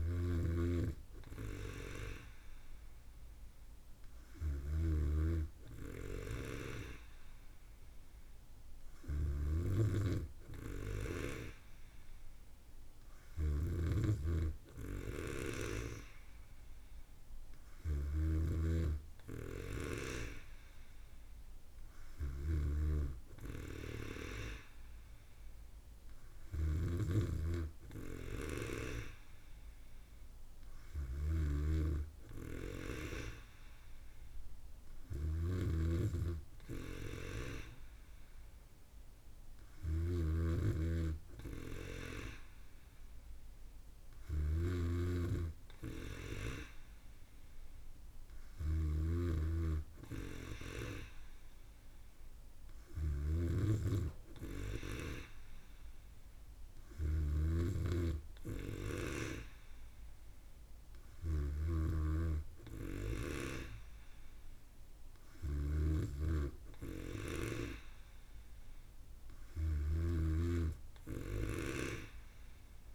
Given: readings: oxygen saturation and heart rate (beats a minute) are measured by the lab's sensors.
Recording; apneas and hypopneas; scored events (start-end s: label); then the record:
breathing in sleep by a room microphone; none
0.00-18.50 s: snoring (device-marked)
26.50-72.95 s: snoring (device-marked)
From the record:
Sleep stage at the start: N3 (deep sleep); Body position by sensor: on the back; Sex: female